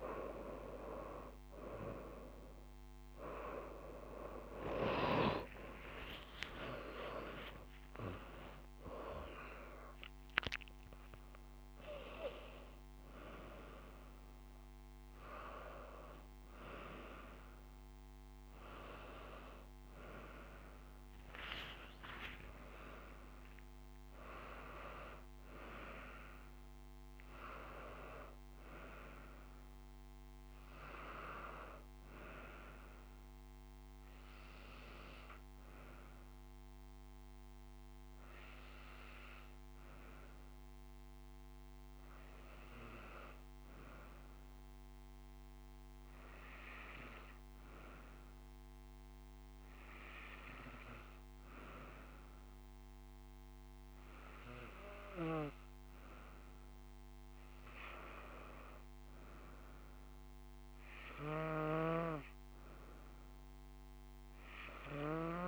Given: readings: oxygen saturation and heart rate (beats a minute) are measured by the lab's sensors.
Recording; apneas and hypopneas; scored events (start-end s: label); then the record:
a person partly awake in a sleep study, by a microphone on the trachea; none
5.50-35.50 s: new sleep stage, awake
35.50-65.48 s: new sleep stage, N1 (lightest sleep)
From the record:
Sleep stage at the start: N3 (deep sleep); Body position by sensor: on the right side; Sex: female